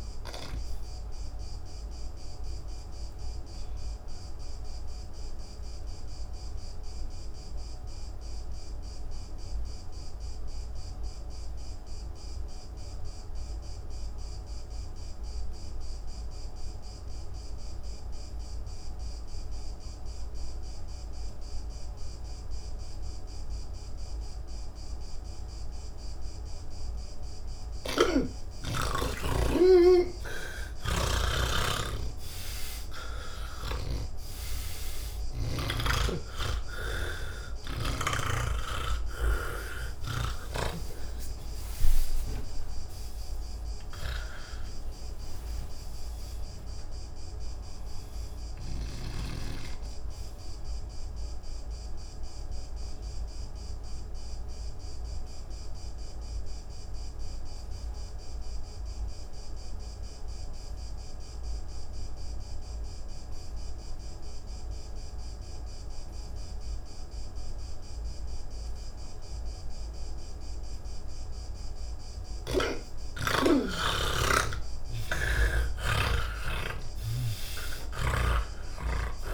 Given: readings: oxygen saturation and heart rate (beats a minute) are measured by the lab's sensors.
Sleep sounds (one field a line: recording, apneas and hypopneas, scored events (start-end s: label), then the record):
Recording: breathing in sleep by a room microphone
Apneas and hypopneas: 2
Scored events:
0.00-18.50 s: oxygen desaturation (device-marked, oxygen 77% lowest, heart rate 167 extreme)
2.50-27.00 s: obstructive apnea (oxygen 99% before, 76% lowest, heart rate 144 before, 165 extreme, up 38 after)
6.50-79.34 s: new sleep stage, N2 (light sleep)
28.00-31.50 s: snoring (device-marked)
28.50-61.50 s: oxygen desaturation (device-marked, oxygen 97% before, 76% lowest, heart rate 191 before, 150 extreme)
50.50-72.00 s: obstructive apnea (oxygen 96% before, 76% lowest, heart rate 197 before, 150 extreme, up 13 after)
67.50-79.34 s: oxygen desaturation (device-marked, oxygen 98% before, 87% lowest, heart rate 174 before, 167 extreme)
75.00-78.50 s: snoring (device-marked)
From the record:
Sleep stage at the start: N1 (lightest sleep)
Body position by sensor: on the back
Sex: male